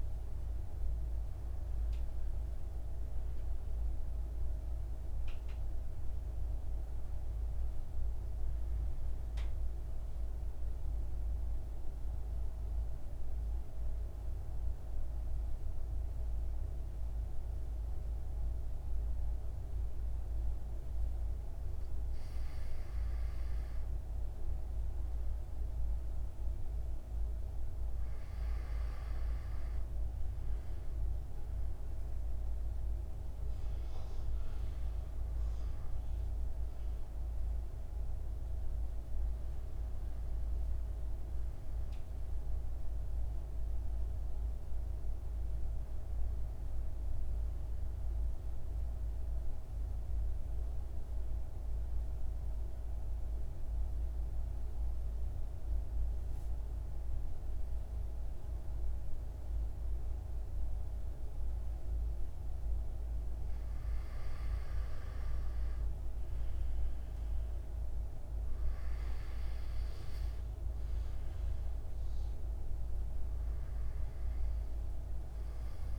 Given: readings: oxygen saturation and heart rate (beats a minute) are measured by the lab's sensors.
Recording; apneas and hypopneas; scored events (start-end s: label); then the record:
breathing in sleep, hard to hear, by a room microphone; 2
0.00-11.00 s: oxygen desaturation (device-marked, oxygen 91% lowest, heart rate 57 extreme)
8.50-22.00 s: central apnea (oxygen 97% before, 89% lowest, heart rate 61 before, 57 extreme, up 5 after)
24.00-27.50 s: arousal
26.00-45.00 s: oxygen desaturation (device-marked, oxygen 98% before, 92% lowest, heart rate 60 before, 57 extreme)
48.00-62.00 s: central apnea (oxygen 98% before, 89% lowest, heart rate 61 before, 55 extreme, up 4 after)
65.50-70.50 s: arousal
67.00-75.98 s: oxygen desaturation (device-marked, oxygen 97% before, 89% lowest, heart rate 59 before, 55 extreme)
From the record:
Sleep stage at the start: N2 (light sleep); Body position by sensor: on the right side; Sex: male